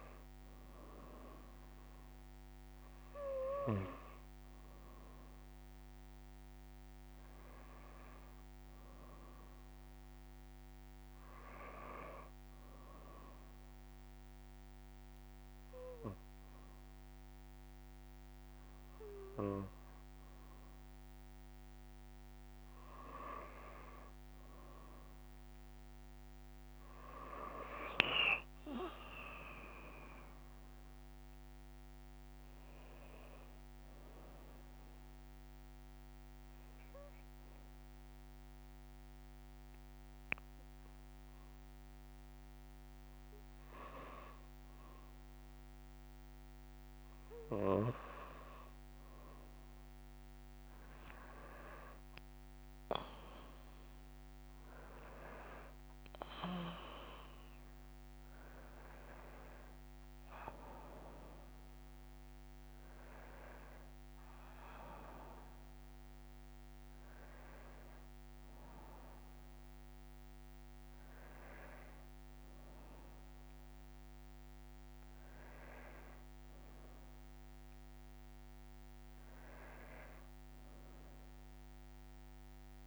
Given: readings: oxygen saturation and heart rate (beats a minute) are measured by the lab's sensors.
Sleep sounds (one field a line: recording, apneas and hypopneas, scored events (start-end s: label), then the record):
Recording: breathing in sleep by a microphone on the trachea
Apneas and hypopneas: 2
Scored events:
0.00-14.50 s: oxygen desaturation (device-marked, oxygen 92% lowest, heart rate 57 extreme)
12.50-23.00 s: hypopnea (oxygen 95% before, 92% lowest, heart rate 58 before, 56 extreme, up 2 after)
26.50-29.50 s: arousal
32.50-44.50 s: oxygen desaturation (device-marked, oxygen 95% before, 92% lowest, heart rate 58 before, 56 extreme)
34.00-44.00 s: hypopnea (oxygen 95% before, 92% lowest, heart rate 58 before, 56 extreme, up 12 after)
49.50-53.00 s: arousal
58.50-72.50 s: oxygen desaturation (device-marked, oxygen 95% before, 92% lowest, heart rate 61 before, 56 extreme)
From the record:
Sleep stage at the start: N2 (light sleep)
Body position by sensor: on the back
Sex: female